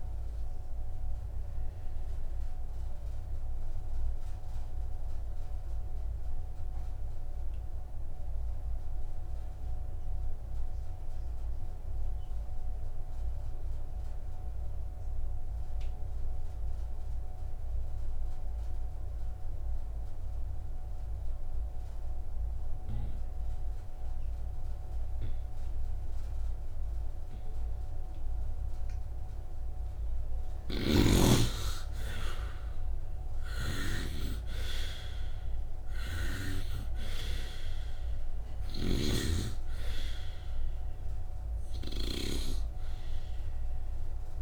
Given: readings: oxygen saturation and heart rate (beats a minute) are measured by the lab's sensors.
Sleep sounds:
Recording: breathing in sleep by a room microphone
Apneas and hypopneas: 1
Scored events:
0.00-15.50 s: oxygen desaturation (device-marked, oxygen 67% lowest, heart rate 59 extreme)
1.50-29.00 s: obstructive apnea (oxygen 95% before, 67% lowest, heart rate 63 before, 59 extreme, up 0 after)
28.50-44.42 s: oxygen desaturation (device-marked, oxygen 97% before, 68% lowest, heart rate 67 before, 55 extreme)
31.00-35.00 s: arousal
From the record:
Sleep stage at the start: N2 (light sleep)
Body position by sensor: upright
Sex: male

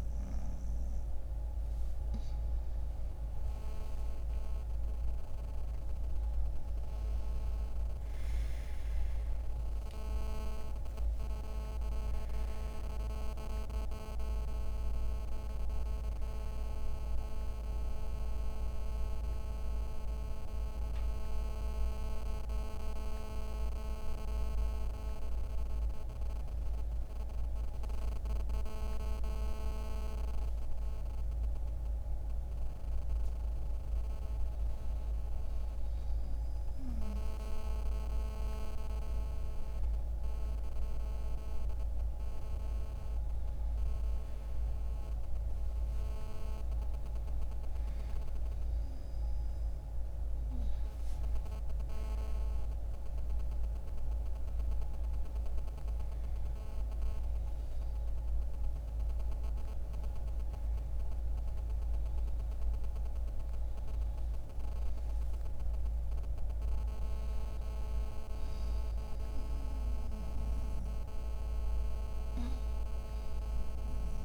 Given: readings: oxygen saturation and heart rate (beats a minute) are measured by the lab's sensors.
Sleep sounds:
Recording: breathing in sleep by a room microphone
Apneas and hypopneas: none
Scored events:
none scored
From the record:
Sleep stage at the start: N1 (lightest sleep)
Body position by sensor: on the back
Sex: male

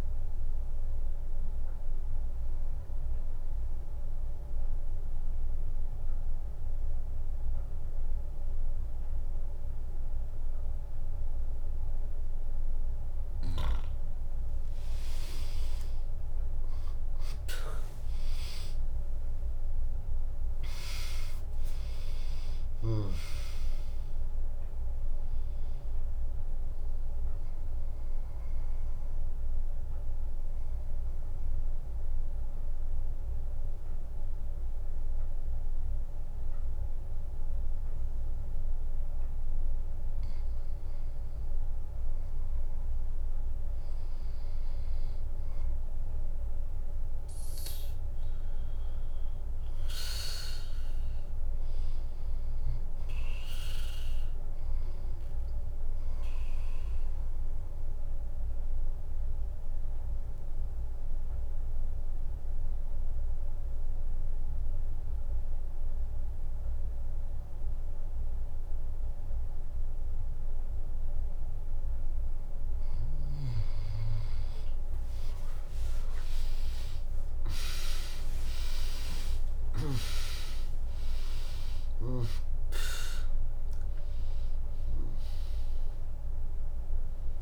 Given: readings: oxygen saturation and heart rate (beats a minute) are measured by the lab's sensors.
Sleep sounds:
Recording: breathing in sleep by a room microphone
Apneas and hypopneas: 3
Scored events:
0.00-5.50 s: oxygen desaturation (device-marked, oxygen 96% lowest, heart rate 61 extreme)
0.00-7.50 s: drop in pulse transit time (device-marked, heart rate 84 extreme)
1.00-13.00 s: obstructive apnea (oxygen 99% before, 96% lowest, heart rate 86 before, 61 extreme)
11.50-87.42 s: new sleep stage, N2 (light sleep)
15.00-20.50 s: arousal
21.50-36.50 s: oxygen desaturation (device-marked, oxygen 100% before, 96% lowest, heart rate 76 before, 59 extreme)
30.00-41.50 s: obstructive apnea (oxygen 100% before, 95% lowest, heart rate 74 before, 59 extreme)
42.00-47.00 s: arousal
42.50-44.50 s: bradycardia (device-marked, heart rate 82 before, 60 extreme)
57.50-73.50 s: obstructive apnea (oxygen 99% before, 95% lowest, heart rate 65 before, 61 extreme, up 3 after)
58.50-68.50 s: drop in pulse transit time (device-marked, heart rate 64 before, 67 extreme)
75.50-82.00 s: arousal
78.50-87.42 s: drop in pulse transit time (device-marked, heart rate 71 before, 64 extreme)
78.50-87.42 s: oxygen desaturation (device-marked, oxygen 99% before, 95% lowest, heart rate 71 before, 58 extreme)
From the record:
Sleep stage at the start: N1 (lightest sleep)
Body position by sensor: on the back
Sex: female

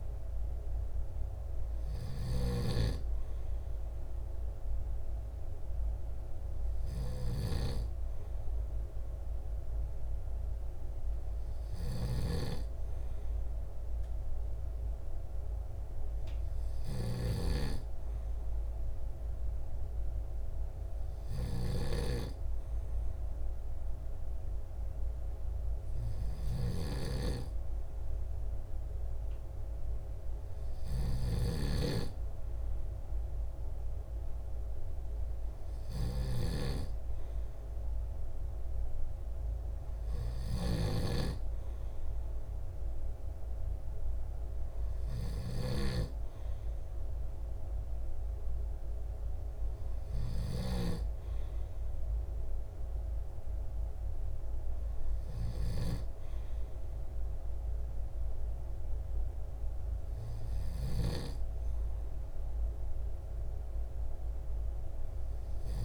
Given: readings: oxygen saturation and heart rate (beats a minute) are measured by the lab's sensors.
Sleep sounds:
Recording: breathing in sleep by a room microphone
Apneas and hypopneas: none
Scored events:
none scored
From the record:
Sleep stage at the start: N2 (light sleep)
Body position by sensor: on the back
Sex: male

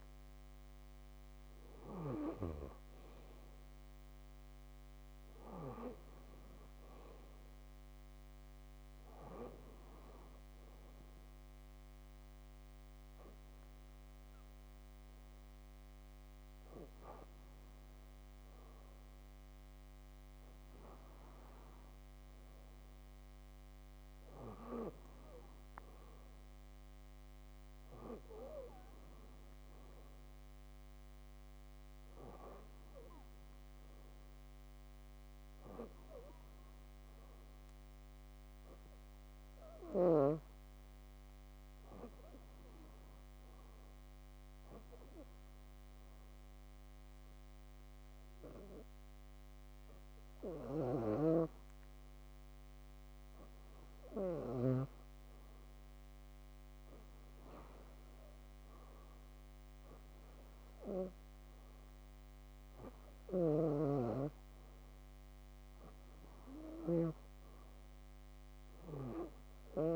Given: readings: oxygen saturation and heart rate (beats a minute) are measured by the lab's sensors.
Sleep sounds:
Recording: breathing in sleep by a microphone on the trachea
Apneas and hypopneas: 2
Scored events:
0.00-2.00 s: oxygen desaturation (device-marked, oxygen 92% lowest, heart rate 56 extreme)
10.50-20.50 s: hypopnea (oxygen 96% before, 94% lowest, heart rate 68 before, 56 extreme, up 6 after)
12.00-23.00 s: bradycardia (device-marked, heart rate 64 before, 56 extreme)
25.00-28.50 s: arousal
37.50-56.00 s: hypopnea (oxygen 98% before, 93% lowest, heart rate 60 before, 61 extreme, up 1 after)
38.00-69.96 s: new sleep stage, REM sleep
50.50-54.50 s: snoring (device-marked)
62.50-66.50 s: arousal
From the record:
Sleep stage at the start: N2 (light sleep)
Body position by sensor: on the back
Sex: female

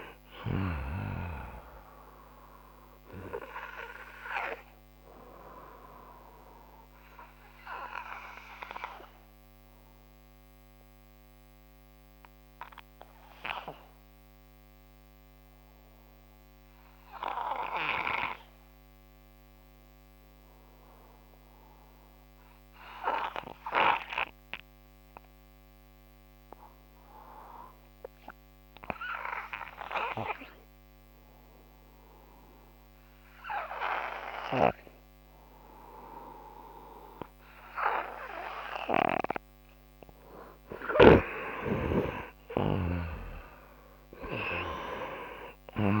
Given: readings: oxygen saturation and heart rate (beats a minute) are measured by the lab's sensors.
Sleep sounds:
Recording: breathing in sleep by a microphone on the trachea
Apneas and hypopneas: 1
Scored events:
0.00-25.00 s: oxygen desaturation (device-marked, oxygen 90% lowest)
3.00-39.50 s: obstructive apnea (oxygen 97% before, 87% lowest)
42.00-46.00 s: arousal
42.00-46.00 s: oxygen desaturation (device-marked, oxygen 96% before, 87% lowest)
From the record:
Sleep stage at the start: N2 (light sleep)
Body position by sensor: on the right side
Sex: male

